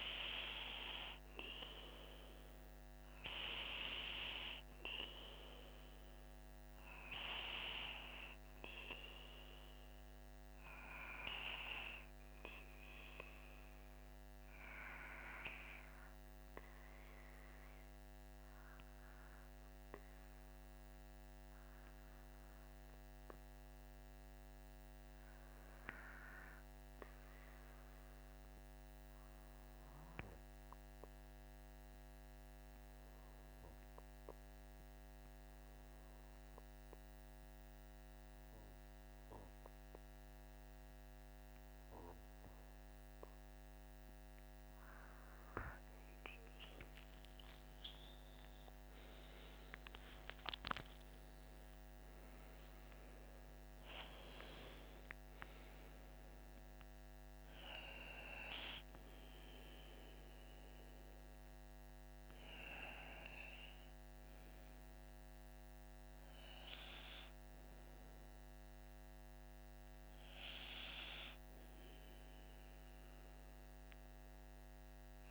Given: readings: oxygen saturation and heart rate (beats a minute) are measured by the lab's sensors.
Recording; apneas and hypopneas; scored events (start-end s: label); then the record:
breathing in sleep by a microphone on the trachea; 1
18.00-44.50 s: hypopnea (oxygen 97% before, 92% lowest, heart rate 60 before, 54 extreme, up 17 after)
42.00-73.00 s: oxygen desaturation (device-marked, oxygen 97% before, 92% lowest, heart rate 57 before, 49 extreme)
46.00-51.00 s: arousal
From the record:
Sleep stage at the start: REM sleep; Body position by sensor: on the back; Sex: male